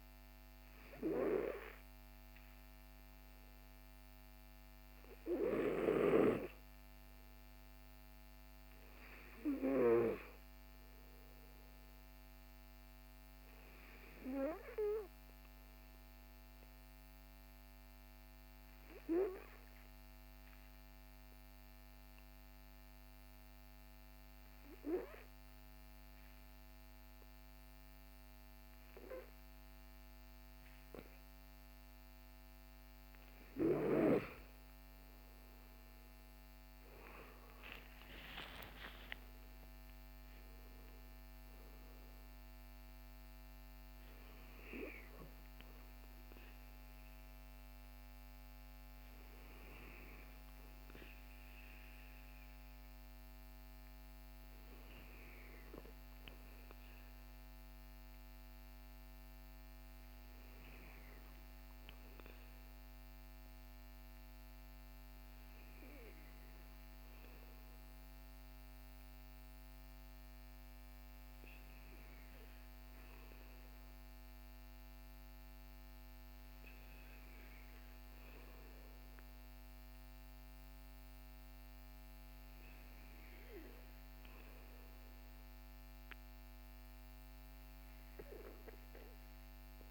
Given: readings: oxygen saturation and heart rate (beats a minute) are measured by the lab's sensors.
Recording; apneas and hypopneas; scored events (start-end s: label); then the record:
breathing in sleep by a microphone on the trachea; 1
20.50-31.50 s: obstructive apnea (oxygen 96% before, 93% lowest, heart rate 57 before, 46 extreme, up 19 after)
34.50-39.50 s: arousal
40.00-55.00 s: oxygen desaturation (device-marked, oxygen 97% before, 93% lowest, heart rate 58 before, 46 extreme)
From the record:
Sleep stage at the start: N2 (light sleep); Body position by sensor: on the back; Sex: male